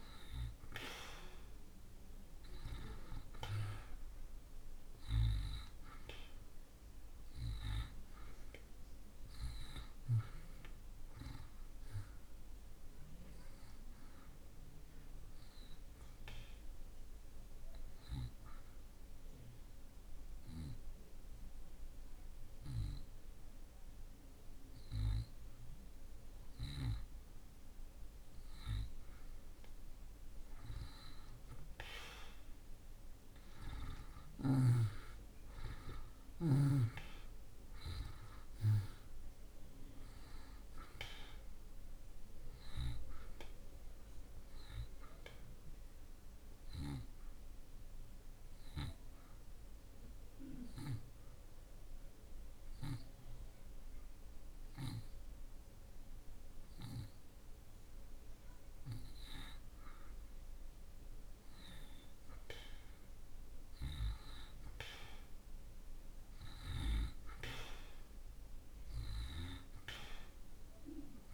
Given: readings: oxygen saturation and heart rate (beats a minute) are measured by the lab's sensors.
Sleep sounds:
breathing in sleep by a room microphone; 2
4.00-30.00 s: oxygen desaturation (device-marked, oxygen 92% before, 85% lowest)
14.00-27.50 s: hypopnea (oxygen 92% before, 84% lowest)
30.50-35.00 s: arousal
43.00-63.00 s: oxygen desaturation (device-marked, oxygen 94% before, 84% lowest)
45.50-58.00 s: hypopnea (oxygen 94% before, 84% lowest)
60.50-64.50 s: arousal
69.00-71.34 s: oxygen desaturation (device-marked, oxygen 94% before, 84% lowest)
From the record:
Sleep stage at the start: N2 (light sleep); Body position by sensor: on the back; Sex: male

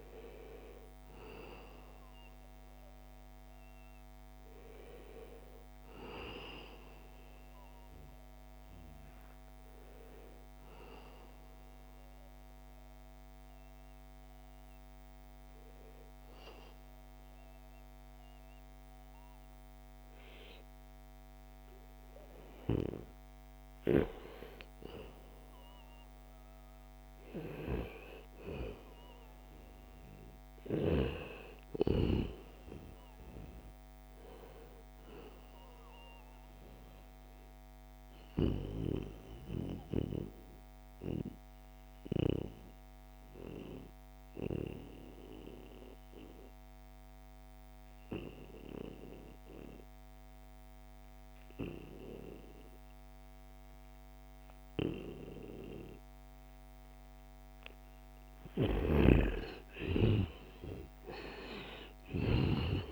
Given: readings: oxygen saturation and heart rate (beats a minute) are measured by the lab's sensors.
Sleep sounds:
a person partly awake in a sleep study, by a microphone on the trachea; 2
10.50-62.91 s: new sleep stage, N2 (light sleep)
11.50-23.00 s: mixed apnea (oxygen 99% before, 90% lowest, heart rate 78 before, 72 extreme)
27.50-31.50 s: arousal
37.50-56.00 s: obstructive apnea (oxygen 98% before, 89% lowest, heart rate 75 before, 69 extreme, up 5 after)
57.50-61.50 s: arousal
57.50-61.50 s: snoring (device-marked)
61.50-62.91 s: oxygen desaturation (device-marked, oxygen 95% before, 90% lowest, heart rate 71 before, 60 extreme)
From the record:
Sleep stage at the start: awake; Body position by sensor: on the back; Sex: male

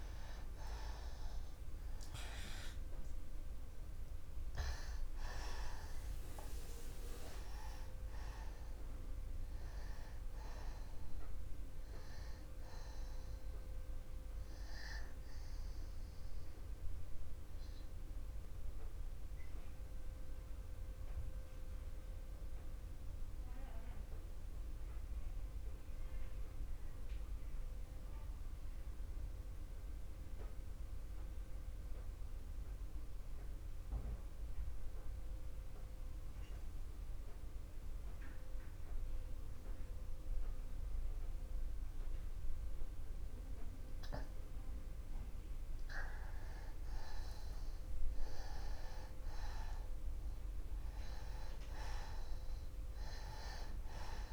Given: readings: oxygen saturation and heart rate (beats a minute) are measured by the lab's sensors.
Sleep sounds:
breathing in sleep by a room microphone; 1
0.00-38.00 s: oxygen desaturation (device-marked, oxygen 86% lowest)
19.00-46.50 s: obstructive apnea (oxygen 97% before, 85% lowest)
48.50-52.50 s: arousal
50.00-54.33 s: oxygen desaturation (device-marked, oxygen 97% before, 85% lowest)
From the record:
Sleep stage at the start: N2 (light sleep); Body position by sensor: on the back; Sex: male

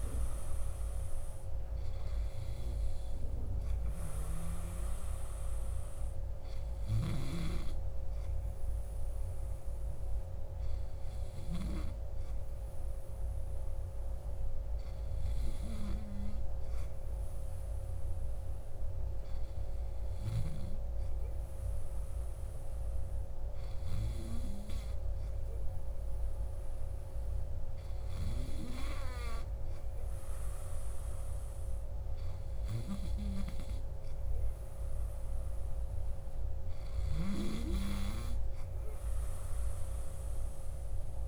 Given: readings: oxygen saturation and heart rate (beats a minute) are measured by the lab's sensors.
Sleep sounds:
breathing in sleep by a room microphone; none
none scored
From the record:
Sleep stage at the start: N2 (light sleep); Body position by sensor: on the back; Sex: male

